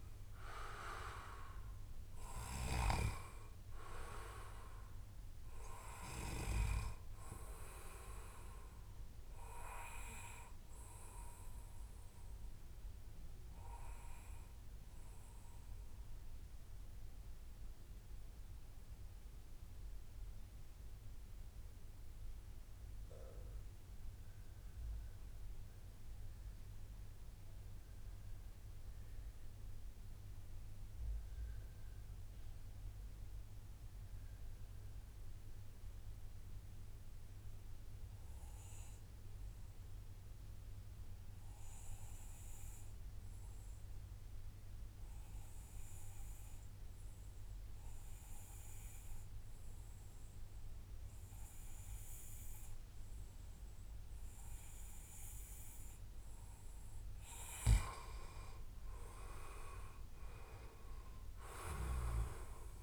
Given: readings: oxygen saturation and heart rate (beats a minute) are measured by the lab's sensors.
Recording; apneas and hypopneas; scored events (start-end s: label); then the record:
breathing in sleep by a room microphone; 1
0.00-24.00 s: oxygen desaturation (device-marked, oxygen 91% lowest, heart rate 77 extreme)
9.50-55.50 s: mixed apnea (oxygen 98% before, 90% lowest, heart rate 107 before, 77 extreme, up 37 after)
10.50-12.50 s: long interval between heartbeats (device-marked, heart rate 108 before, 107 extreme)
46.00-62.83 s: oxygen desaturation (device-marked, oxygen 98% before, 90% lowest, heart rate 103 before, 107 extreme)
59.50-62.83 s: arousal
From the record:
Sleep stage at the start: N2 (light sleep); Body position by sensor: on the back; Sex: male